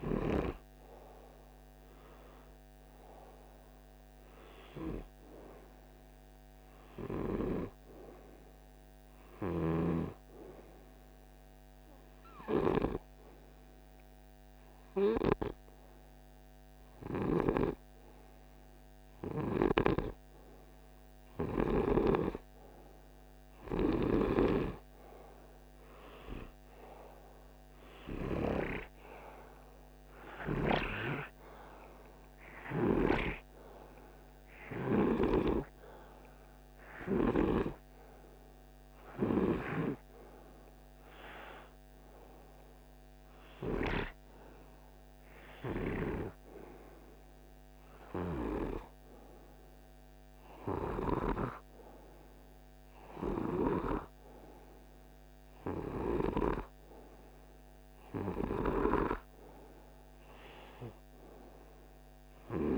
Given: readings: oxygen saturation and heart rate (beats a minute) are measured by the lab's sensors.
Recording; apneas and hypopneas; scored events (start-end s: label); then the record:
breathing in sleep by a microphone on the trachea; 1
10.50-22.50 s: hypopnea (oxygen 97% before, 95% lowest, heart rate 51 before, 49 extreme, up 5 after)
25.50-31.50 s: arousal
From the record:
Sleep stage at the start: N2 (light sleep); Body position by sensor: on the right side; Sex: male